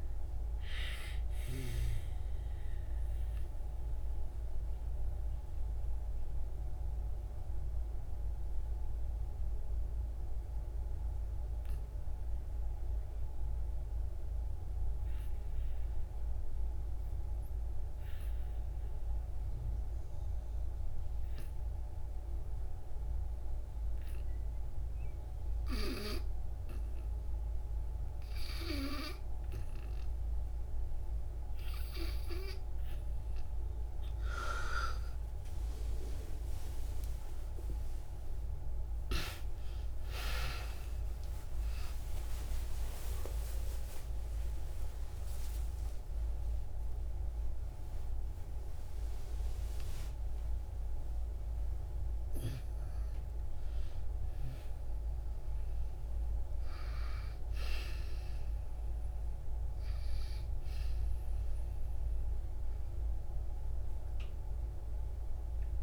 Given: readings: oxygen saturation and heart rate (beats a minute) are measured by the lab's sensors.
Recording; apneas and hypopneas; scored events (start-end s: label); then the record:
breathing in sleep by a room microphone; 1
0.00-18.50 s: oxygen desaturation (device-marked, oxygen 55% lowest, heart rate 56 extreme)
2.50-33.50 s: mixed apnea (oxygen 95% before, 55% lowest)
26.50-49.50 s: oxygen desaturation (device-marked, oxygen 97% before, 67% lowest)
27.50-65.83 s: new sleep stage, N2 (light sleep)
37.00-42.00 s: arousal
51.50-62.50 s: oxygen desaturation (device-marked, oxygen 70% before, 58% lowest)
63.50-65.83 s: arousal
From the record:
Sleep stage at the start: REM sleep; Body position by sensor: on the back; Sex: female